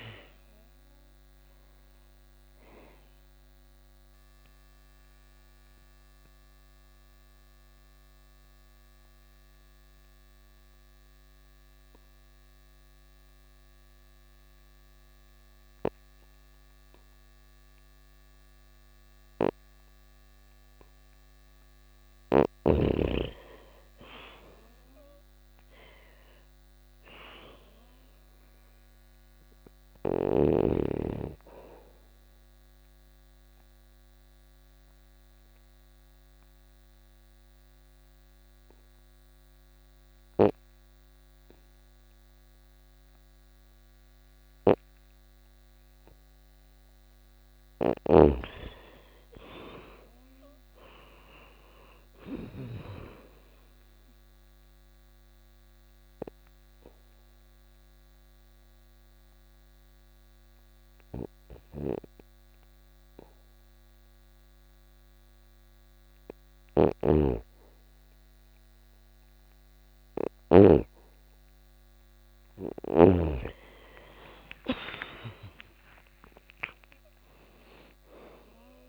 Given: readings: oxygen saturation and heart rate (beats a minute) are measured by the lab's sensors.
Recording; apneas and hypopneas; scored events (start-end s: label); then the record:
breathing in sleep by a microphone on the trachea; 3
0.00-13.00 s: oxygen desaturation (device-marked, oxygen 82% lowest, heart rate 59 extreme)
3.00-21.50 s: mixed apnea (oxygen 99% before, 82% lowest, heart rate 133 before, 59 extreme)
23.50-27.50 s: arousal
25.00-40.00 s: oxygen desaturation (device-marked, oxygen 99% before, 90% lowest, heart rate 97 before, 58 extreme)
31.50-46.50 s: mixed apnea (oxygen 99% before, 88% lowest, heart rate 86 before, 58 extreme, up 37 after)
37.00-78.89 s: new sleep stage, N2 (light sleep)
46.50-52.00 s: snoring (device-marked)
47.00-64.00 s: oxygen desaturation (device-marked, oxygen 99% before, 88% lowest, heart rate 95 before, 58 extreme)
48.00-51.50 s: arousal
53.50-64.50 s: mixed apnea (oxygen 99% before, 85% lowest, heart rate 98 before, 77 extreme, up 52 after)
60.50-69.50 s: snoring (device-marked)
70.00-74.50 s: arousal
76.00-78.89 s: oxygen desaturation (device-marked, oxygen 98% before, 89% lowest, heart rate 113 before, 46 extreme)
From the record:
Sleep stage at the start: REM sleep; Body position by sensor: on the back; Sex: female